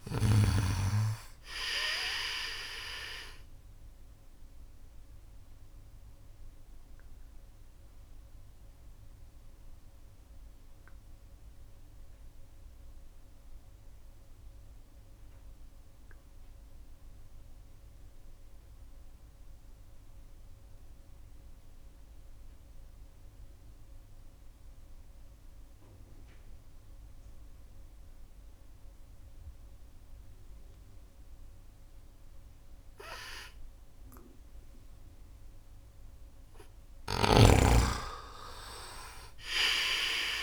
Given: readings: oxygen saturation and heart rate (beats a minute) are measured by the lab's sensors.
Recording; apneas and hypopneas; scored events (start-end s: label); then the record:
breathing in sleep by a room microphone; 1
0.00-19.50 s: oxygen desaturation (device-marked, oxygen 83% lowest, heart rate 70 extreme)
4.50-35.00 s: obstructive apnea (oxygen 98% before, 83% lowest, heart rate 74 before, 70 extreme, up 10 after)
35.50-40.43 s: arousal
37.50-40.43 s: oxygen desaturation (device-marked, oxygen 97% before, 85% lowest, heart rate 74 before, 73 extreme)
From the record:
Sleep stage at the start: N2 (light sleep); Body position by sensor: on the right side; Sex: male